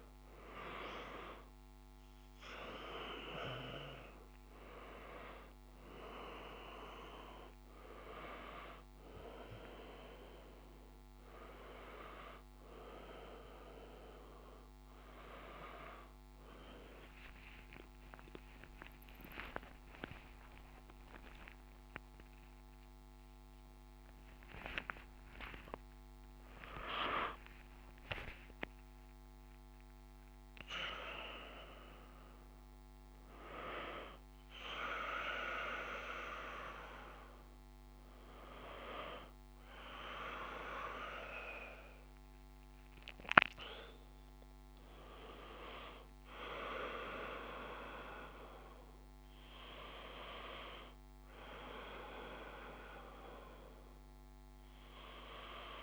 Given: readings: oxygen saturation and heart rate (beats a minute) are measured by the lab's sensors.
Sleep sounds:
breathing in sleep by a microphone on the trachea; none
0.00-21.00 s: oxygen desaturation (device-marked, oxygen 89% lowest, heart rate 59 extreme)
12.00-55.83 s: new sleep stage, N1 (lightest sleep)
16.00-28.00 s: tachycardia (device-marked, heart rate 56 before, 193 extreme)
17.50-23.50 s: arousal
From the record:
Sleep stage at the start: N2 (light sleep); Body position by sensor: on the back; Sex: male

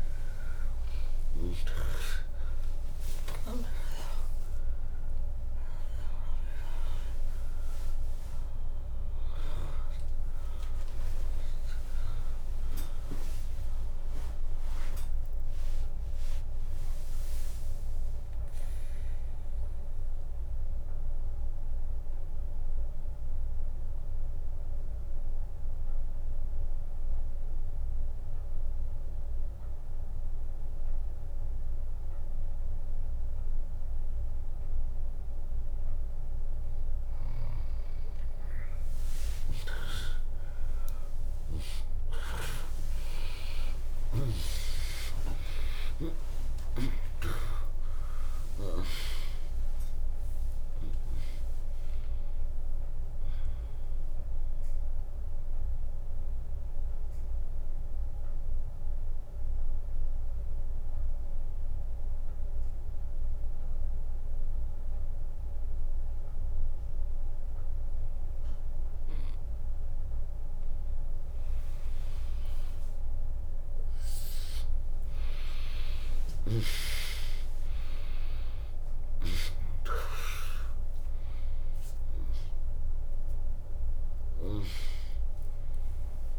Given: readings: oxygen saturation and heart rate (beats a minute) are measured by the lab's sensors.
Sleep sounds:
breathing in sleep by a room microphone; 2
0.00-3.50 s: arousal
3.00-5.00 s: long interval between heartbeats (device-marked, heart rate 60 before, 77 extreme)
4.50-25.50 s: oxygen desaturation (device-marked, oxygen 99% before, 95% lowest, heart rate 61 before, 55 extreme)
5.50-23.50 s: drop in pulse transit time (device-marked, heart rate 62 before, 83 extreme)
16.00-36.00 s: obstructive apnea (oxygen 99% before, 95% lowest, heart rate 78 before, 55 extreme, up 36 after)
28.50-37.50 s: bradycardia (device-marked, heart rate 74 before, 55 extreme)
38.50-43.50 s: arousal
42.50-48.50 s: tachycardia (device-marked, heart rate 73 before, 127 extreme)
43.50-45.50 s: long interval between heartbeats (device-marked, heart rate 64 before, 91 extreme)
43.50-57.50 s: drop in pulse transit time (device-marked, heart rate 64 before, 88 extreme)
46.00-48.00 s: long interval between heartbeats (device-marked, heart rate 65 before, 117 extreme)
47.50-66.50 s: oxygen desaturation (device-marked, oxygen 100% before, 95% lowest, heart rate 70 before, 55 extreme)
54.00-70.00 s: mixed apnea (oxygen 100% before, 95% lowest, heart rate 84 before, 55 extreme, up 12 after)
64.50-70.50 s: bradycardia (device-marked, heart rate 74 before, 58 extreme)
72.00-76.50 s: arousal
76.50-86.39 s: drop in pulse transit time (device-marked, heart rate 68 before, 65 extreme)
80.50-86.39 s: oxygen desaturation (device-marked, oxygen 100% before, 96% lowest, heart rate 66 before, 57 extreme)
From the record:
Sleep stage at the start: N2 (light sleep); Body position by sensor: on the back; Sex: female

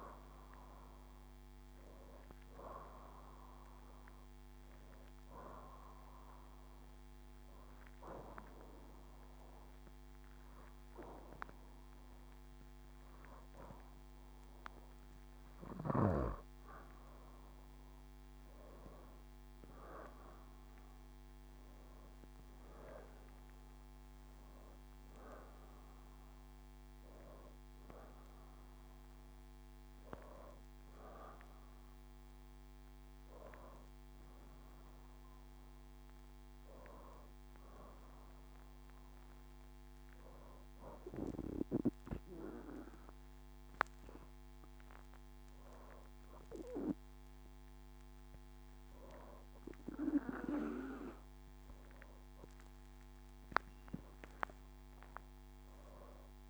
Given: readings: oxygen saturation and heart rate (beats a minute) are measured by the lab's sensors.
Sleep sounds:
breathing in sleep by a microphone on the trachea; 2
5.00-16.00 s: obstructive apnea (oxygen 94% before, 90% lowest, heart rate 78 before, 71 extreme, up 8 after)
20.50-24.50 s: arousal
24.50-42.50 s: oxygen desaturation (device-marked, oxygen 94% before, 90% lowest, heart rate 74 before, 71 extreme)
38.50-50.00 s: hypopnea (oxygen 94% before, 91% lowest, heart rate 77 before, 71 extreme, up 5 after)
53.00-56.50 s: arousal
From the record:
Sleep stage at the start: N2 (light sleep); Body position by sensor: on the back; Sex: female

